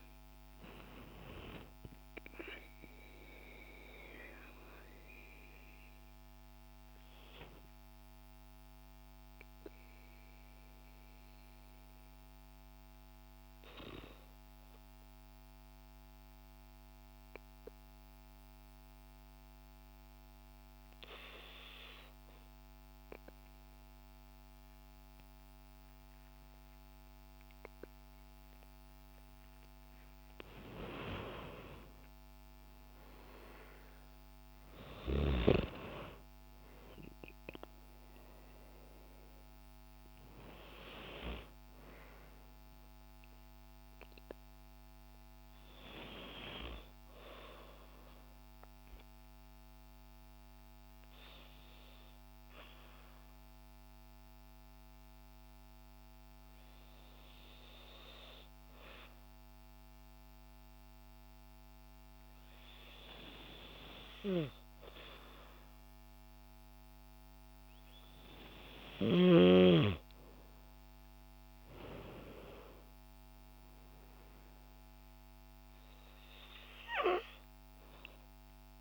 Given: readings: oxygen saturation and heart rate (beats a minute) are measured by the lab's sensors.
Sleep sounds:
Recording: breathing in sleep by a microphone on the trachea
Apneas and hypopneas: 2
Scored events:
0.00-23.50 s: oxygen desaturation (device-marked, oxygen 93% lowest, heart rate 83 extreme)
10.00-28.50 s: obstructive apnea (oxygen 96% before, 92% lowest, heart rate 150 before, 65 extreme, up 18 after)
32.50-36.00 s: arousal
40.50-59.50 s: oxygen desaturation (device-marked, oxygen 96% before, 92% lowest, heart rate 96 before, 55 extreme)
49.50-68.00 s: obstructive apnea (oxygen 97% before, 92% lowest, heart rate 97 before, 54 extreme, up 5 after)
69.50-72.50 s: arousal
From the record:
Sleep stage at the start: N2 (light sleep)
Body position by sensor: on the back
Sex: female

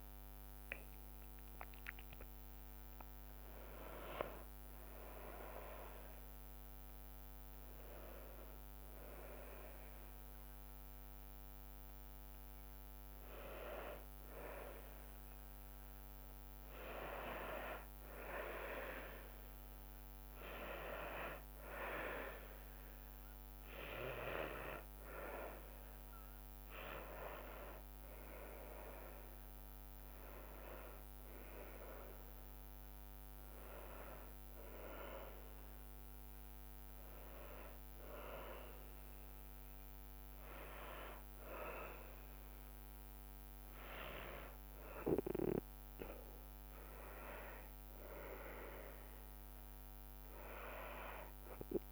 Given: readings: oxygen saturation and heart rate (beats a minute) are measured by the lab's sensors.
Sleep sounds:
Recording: breathing in sleep by a microphone on the trachea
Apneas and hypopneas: none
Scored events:
26.50-38.50 s: drop in pulse transit time (device-marked, heart rate 76 before, 74 extreme)
From the record:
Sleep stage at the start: N2 (light sleep)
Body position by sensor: on the back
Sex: female

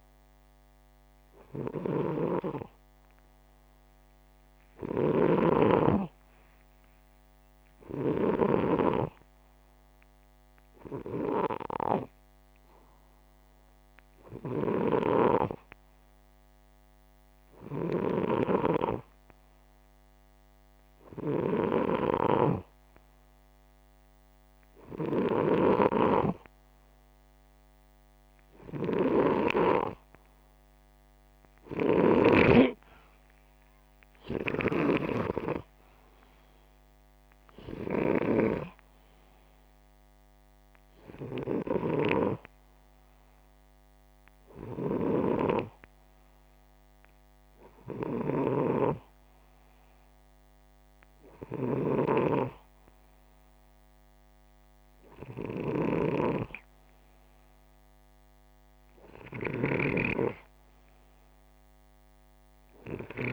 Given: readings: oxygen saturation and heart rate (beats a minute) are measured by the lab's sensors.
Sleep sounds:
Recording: breathing in sleep by a microphone on the trachea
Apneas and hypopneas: none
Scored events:
0.00-8.00 s: snoring (device-marked)
17.00-29.00 s: snoring (device-marked)
29.50-40.50 s: oxygen desaturation (device-marked, oxygen 95% before, 91% lowest, heart rate 65 before, 63 extreme)
37.50-63.33 s: snoring (device-marked)
From the record:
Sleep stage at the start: N2 (light sleep)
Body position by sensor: upright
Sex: male

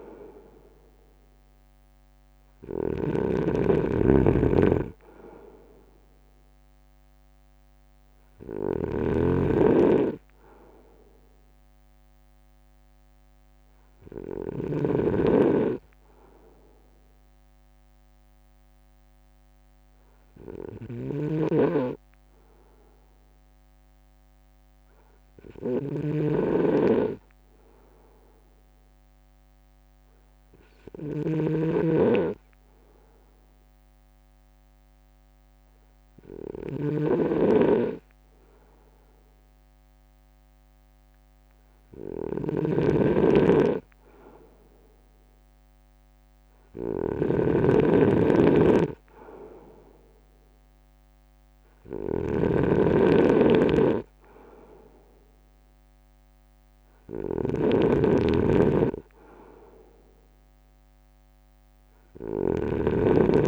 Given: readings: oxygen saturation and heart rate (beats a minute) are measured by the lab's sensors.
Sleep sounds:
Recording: breathing in sleep by a microphone on the trachea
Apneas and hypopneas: 1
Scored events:
0.00-15.00 s: snoring (device-marked)
0.00-15.50 s: drop in pulse transit time (device-marked, heart rate 51 extreme)
19.00-37.50 s: hypopnea (oxygen 96% before, 94% lowest, heart rate 56 before, 57 extreme, up 1 after)
21.00-63.48 s: snoring (device-marked)
41.00-44.00 s: arousal
47.50-63.48 s: drop in pulse transit time (device-marked, heart rate 58 before, 57 extreme)
From the record:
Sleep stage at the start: N2 (light sleep)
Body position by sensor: on the front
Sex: male

